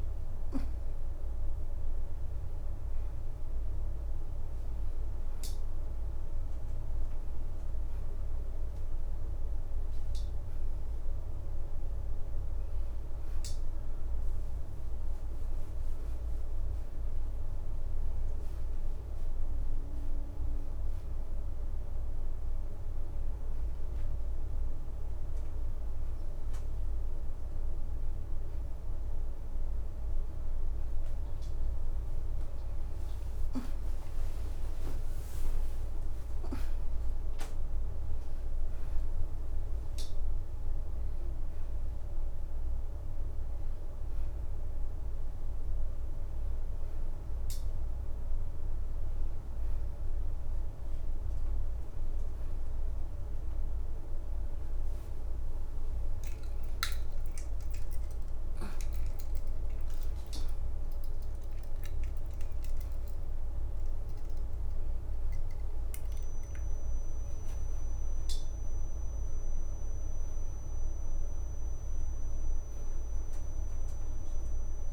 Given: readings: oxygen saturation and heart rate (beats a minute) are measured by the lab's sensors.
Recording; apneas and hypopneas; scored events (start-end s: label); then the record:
a person partly awake in a sleep study, hard to hear, by a room microphone; none
13.00-17.00 s: leg movement (device-marked)
16.50-74.93 s: new sleep stage, N1 (lightest sleep)
30.50-36.50 s: leg movement (device-marked)
From the record:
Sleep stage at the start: awake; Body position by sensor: on the back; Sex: female